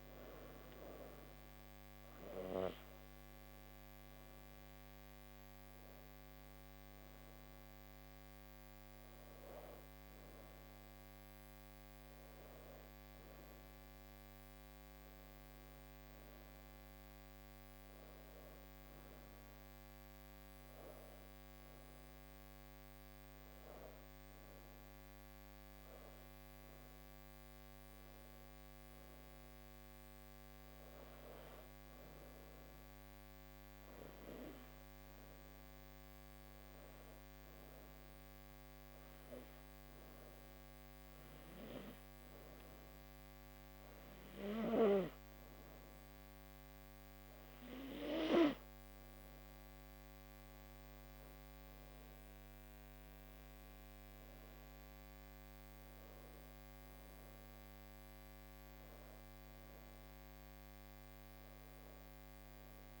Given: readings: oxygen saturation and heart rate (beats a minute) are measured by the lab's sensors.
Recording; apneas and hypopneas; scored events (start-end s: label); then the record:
breathing in sleep by a microphone on the trachea; 1
36.00-47.00 s: hypopnea (oxygen 95% before, 89% lowest, heart rate 84 before, 78 extreme, up 4 after)
49.50-52.50 s: arousal
53.00-63.00 s: oxygen desaturation (device-marked, oxygen 93% before, 89% lowest, heart rate 83 before, 78 extreme)
From the record:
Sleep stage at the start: N2 (light sleep); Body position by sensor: on the back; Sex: female